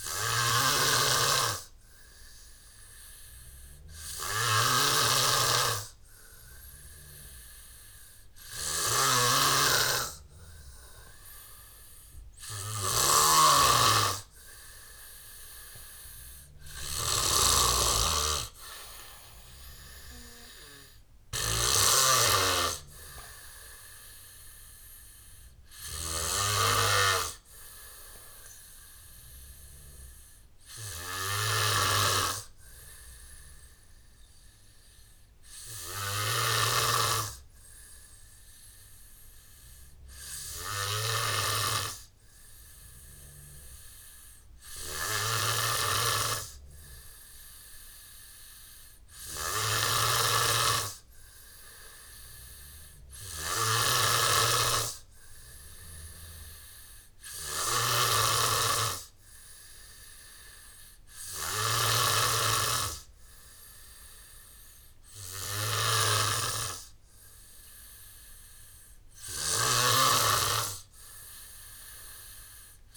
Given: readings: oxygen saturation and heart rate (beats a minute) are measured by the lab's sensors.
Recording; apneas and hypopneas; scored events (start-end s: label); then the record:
breathing in sleep by a room microphone; none
0.50-22.00 s: snoring (device-marked)
50.00-62.50 s: snoring (device-marked)
53.50-55.50 s: oxygen desaturation (device-marked, oxygen 95% before, 92% lowest, heart rate 76 before, 74 extreme)
70.00-72.97 s: snoring (device-marked)
From the record:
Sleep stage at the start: N3 (deep sleep); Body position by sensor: on the back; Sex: male